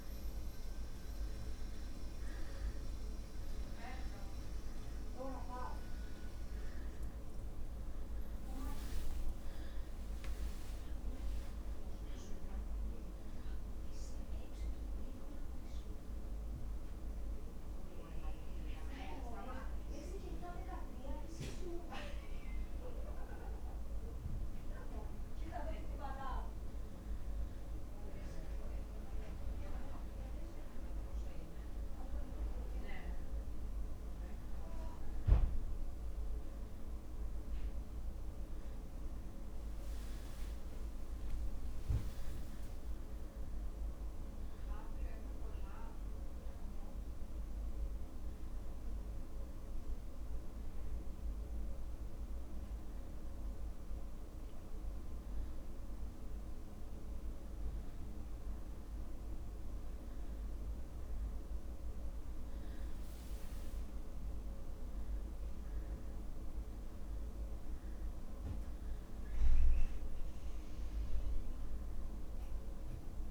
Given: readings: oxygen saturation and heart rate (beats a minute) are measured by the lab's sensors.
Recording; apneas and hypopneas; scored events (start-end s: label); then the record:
a person awake in a sleep study, by a room microphone; none
9.00-11.00 s: long interval between heartbeats (device-marked)
11.50-13.50 s: long interval between heartbeats (device-marked, heart rate 47 before, 26 extreme)
46.00-48.00 s: long interval between heartbeats (device-marked, heart rate 49 before, 52 extreme)
From the record:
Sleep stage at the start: awake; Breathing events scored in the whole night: 301 in 3.3 hours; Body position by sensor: on the back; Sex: male